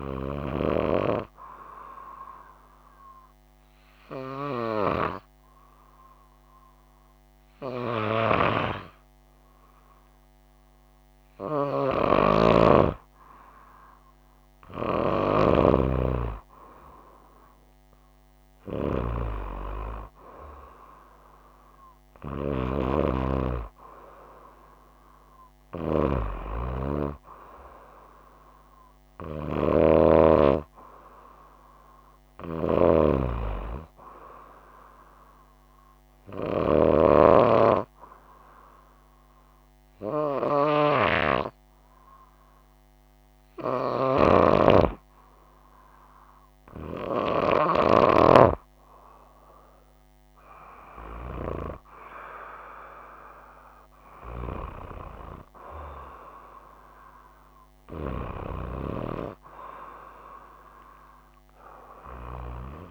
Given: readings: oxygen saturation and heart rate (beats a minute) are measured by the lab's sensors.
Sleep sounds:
breathing in sleep by a microphone on the trachea; 2
2.00-14.00 s: hypopnea (oxygen 96% before, 95% lowest, heart rate 64 before, 58 extreme, up 3 after)
16.50-20.50 s: arousal
38.50-49.50 s: hypopnea (oxygen 96% before, 95% lowest, heart rate 62 before, 63 extreme, up 3 after)
51.50-55.00 s: arousal
From the record:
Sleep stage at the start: N2 (light sleep); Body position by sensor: on the right side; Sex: female

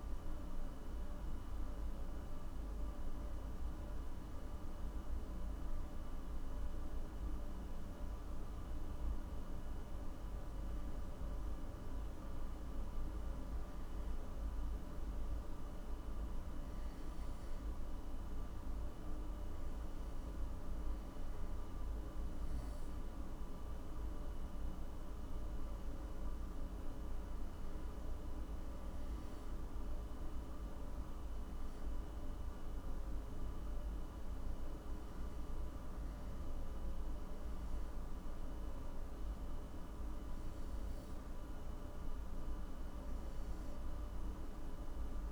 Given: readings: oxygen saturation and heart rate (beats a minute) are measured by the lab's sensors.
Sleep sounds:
breathing in sleep, hard to hear, by a room microphone; 1
0.00-2.00 s: arousal
6.00-16.00 s: obstructive apnea (oxygen 99% before, 95% lowest, heart rate 57 before, 53 extreme, up 7 after)
20.50-24.50 s: arousal
From the record:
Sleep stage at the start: N2 (light sleep); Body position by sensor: on the back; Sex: male

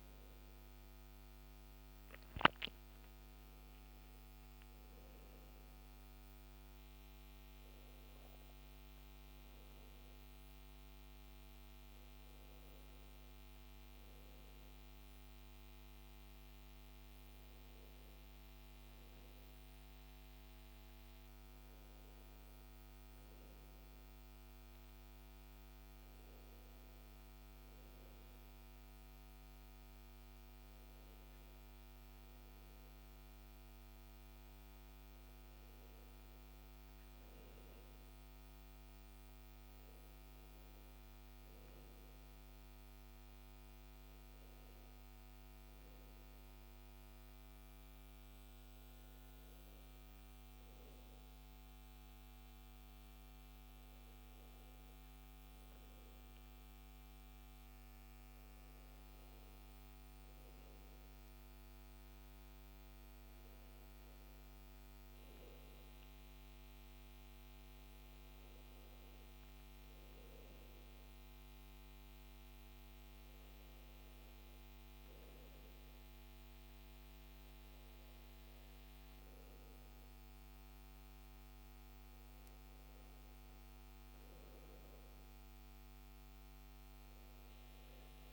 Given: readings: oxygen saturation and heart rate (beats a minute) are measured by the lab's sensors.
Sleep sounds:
breathing in sleep, hard to hear, by a microphone on the trachea; none
none scored
From the record:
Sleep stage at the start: N2 (light sleep); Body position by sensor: on the back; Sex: male

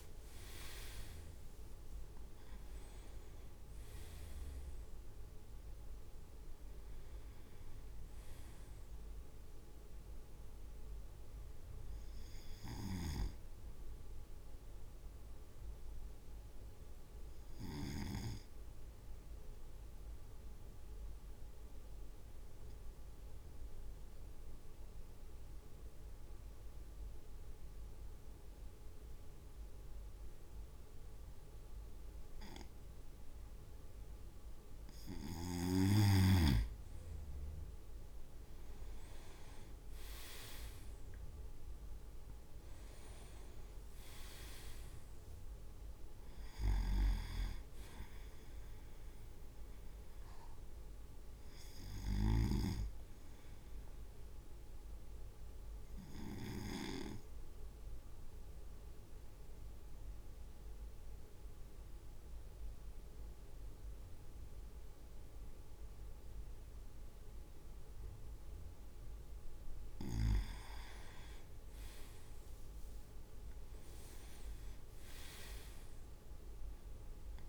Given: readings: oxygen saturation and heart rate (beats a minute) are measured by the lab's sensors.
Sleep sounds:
breathing in sleep by a room microphone; 2
0.00-3.00 s: arousal
0.00-12.00 s: drop in pulse transit time (device-marked, heart rate 55 before, 55 extreme)
1.00-2.00 s: leg movement (device-marked)
13.00-18.00 s: snoring (device-marked)
19.50-35.00 s: obstructive apnea (oxygen 100% before, 97% lowest, heart rate 57 before, 54 extreme, up 2 after)
39.50-45.00 s: arousal
40.00-53.00 s: drop in pulse transit time (device-marked, heart rate 56 before, 56 extreme)
43.00-45.50 s: leg movement (device-marked)
56.50-70.50 s: mixed apnea (oxygen 99% before, 97% lowest, heart rate 57 before, 51 extreme, up 6 after)
73.00-77.00 s: arousal
73.50-75.00 s: leg movement (device-marked)
74.00-77.49 s: drop in pulse transit time (device-marked, heart rate 55 before, 53 extreme)
From the record:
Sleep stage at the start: N2 (light sleep); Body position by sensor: on the right side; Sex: male

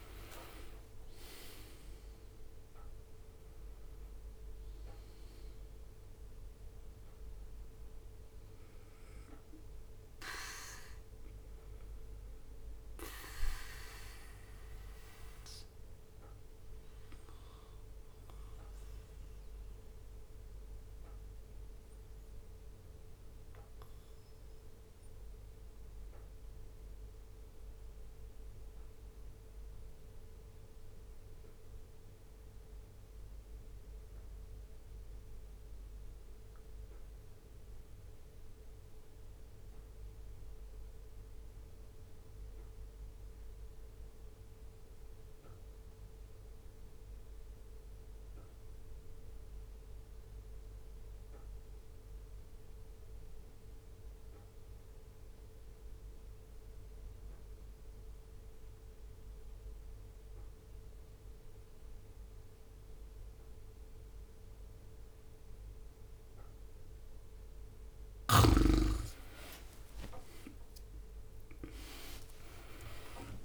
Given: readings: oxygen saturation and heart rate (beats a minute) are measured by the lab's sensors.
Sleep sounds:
breathing in sleep by a room microphone; 1
0.00-10.50 s: oxygen desaturation (device-marked, oxygen 89% lowest, heart rate 61 extreme)
18.50-66.50 s: obstructive apnea (oxygen 95% before, 85% lowest, heart rate 70 before, 62 extreme, up 9 after)
37.00-39.00 s: long interval between heartbeats (device-marked, heart rate 63 before, 67 extreme)
46.50-73.44 s: oxygen desaturation (device-marked, oxygen 98% before, 86% lowest, heart rate 64 before, 64 extreme)
68.00-72.00 s: arousal
From the record:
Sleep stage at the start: N2 (light sleep); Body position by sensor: on the back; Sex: male

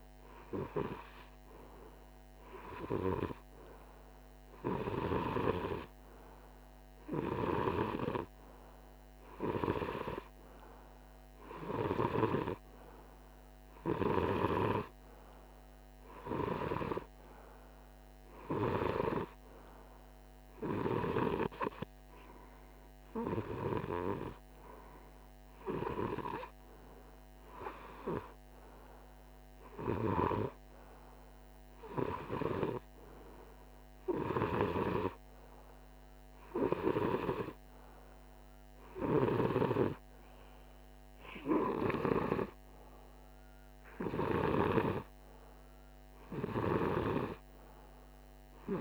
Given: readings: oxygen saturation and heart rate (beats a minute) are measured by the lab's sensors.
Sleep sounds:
breathing in sleep by a microphone on the trachea; none
31.00-48.81 s: new sleep stage, REM sleep
From the record:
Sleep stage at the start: N2 (light sleep); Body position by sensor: on the right side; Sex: male

